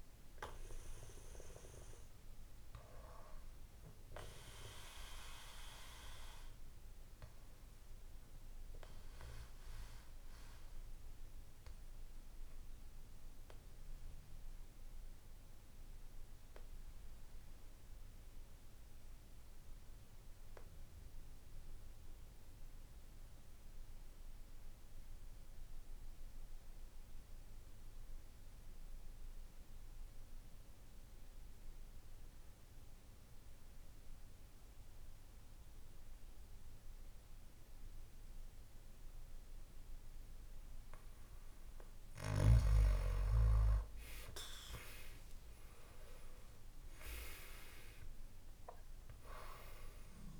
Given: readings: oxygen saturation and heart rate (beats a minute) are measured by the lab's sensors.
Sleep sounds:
breathing in sleep by a room microphone; 1
0.00-22.50 s: oxygen desaturation (device-marked, oxygen 88% lowest, heart rate 56 extreme)
3.50-41.50 s: obstructive apnea (oxygen 97% before, 87% lowest, heart rate 63 before, 55 extreme, up 7 after)
40.50-50.40 s: oxygen desaturation (device-marked, oxygen 98% before, 87% lowest, heart rate 58 before, 55 extreme)
44.50-48.50 s: arousal
From the record:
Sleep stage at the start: N2 (light sleep); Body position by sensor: on the back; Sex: male

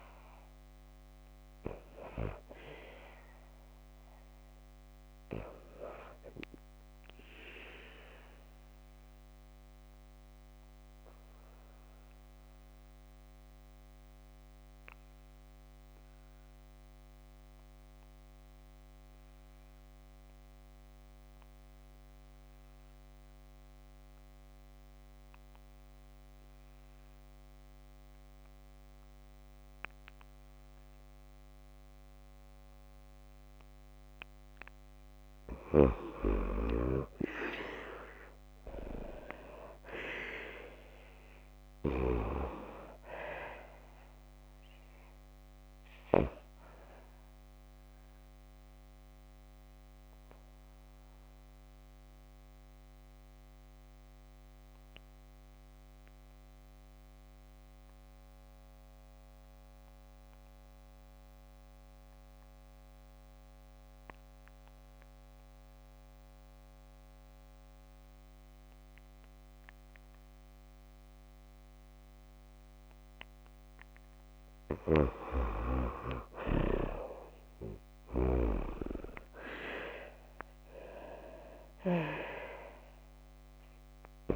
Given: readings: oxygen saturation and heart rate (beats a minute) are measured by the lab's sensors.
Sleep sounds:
breathing in sleep by a microphone on the trachea; 2
0.00-19.00 s: oxygen desaturation (device-marked, oxygen 82% lowest, heart rate 54 extreme)
9.00-35.00 s: obstructive apnea (oxygen 95% before, 82% lowest, heart rate 111 before, 54 extreme)
38.50-44.00 s: arousal
48.50-73.50 s: obstructive apnea (oxygen 96% before, 85% lowest, heart rate 99 before, 52 extreme, up 46 after)
65.00-84.36 s: oxygen desaturation (device-marked, oxygen 95% before, 85% lowest, heart rate 62 before, 55 extreme)
78.50-83.00 s: arousal
From the record:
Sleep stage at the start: N2 (light sleep); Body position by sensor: on the back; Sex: female

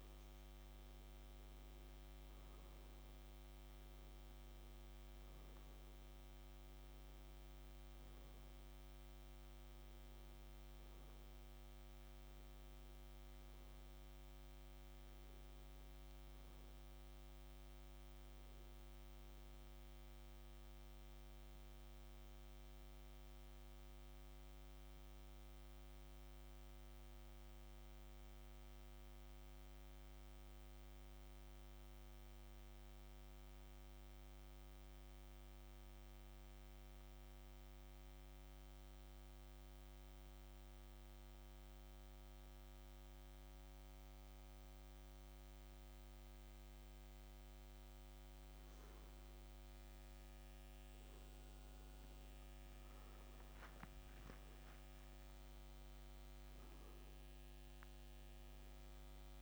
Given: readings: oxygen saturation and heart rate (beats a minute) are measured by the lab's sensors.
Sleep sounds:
breathing in sleep, hard to hear, by a microphone on the trachea; 1
1.00-30.00 s: oxygen desaturation (device-marked, oxygen 95% before, 91% lowest, heart rate 55 before, 55 extreme)
18.00-21.50 s: arousal
22.50-46.50 s: obstructive apnea (oxygen 95% before, 90% lowest, heart rate 58 before, 55 extreme, up 0 after)
47.50-52.00 s: arousal
From the record:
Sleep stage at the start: N1 (lightest sleep); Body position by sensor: on the back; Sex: male

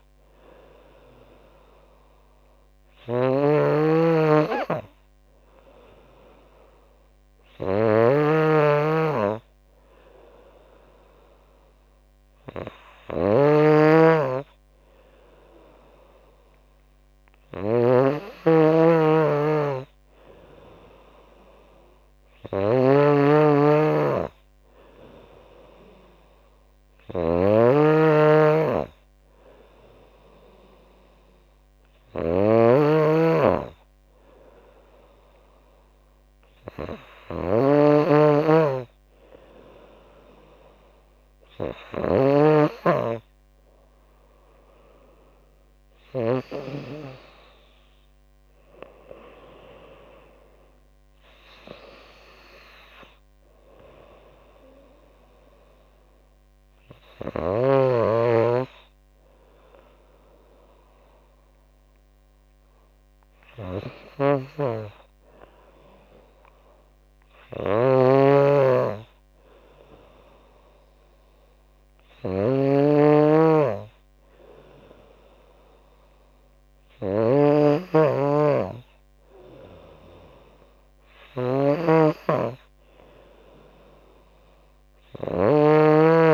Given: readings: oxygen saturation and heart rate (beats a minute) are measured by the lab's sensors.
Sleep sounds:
breathing in sleep by a microphone on the trachea; none
0.00-46.50 s: snoring (device-marked)
44.50-56.50 s: drop in pulse transit time (device-marked, heart rate 80 before, 79 extreme)
50.50-62.50 s: oxygen desaturation (device-marked, oxygen 95% before, 92% lowest, heart rate 81 before, 73 extreme)
64.00-86.34 s: snoring (device-marked)
From the record:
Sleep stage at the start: N2 (light sleep); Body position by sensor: on the back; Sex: female

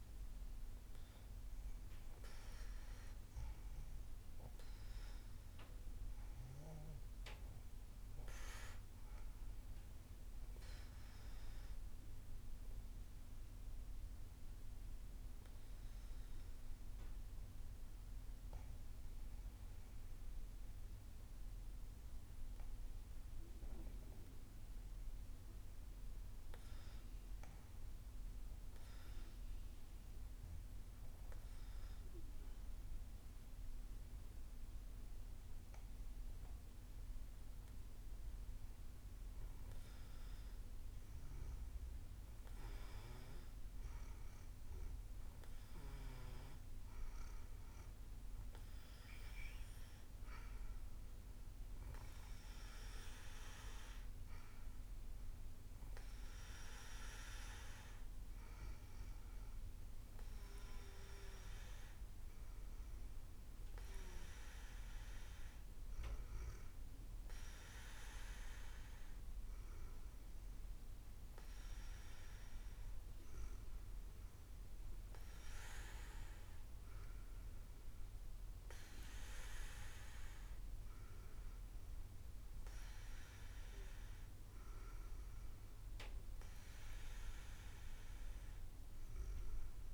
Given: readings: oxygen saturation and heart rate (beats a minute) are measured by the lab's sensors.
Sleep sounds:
breathing in sleep by a room microphone; 1
0.00-16.50 s: oxygen desaturation (device-marked, oxygen 91% lowest, heart rate 68 extreme)
20.00-40.00 s: hypopnea (oxygen 94% before, 91% lowest, heart rate 91 before, 70 extreme, up 13 after)
42.50-47.50 s: arousal
43.50-69.50 s: oxygen desaturation (device-marked, oxygen 94% before, 91% lowest, heart rate 78 before, 65 extreme)
From the record:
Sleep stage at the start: REM sleep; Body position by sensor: on the back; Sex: female

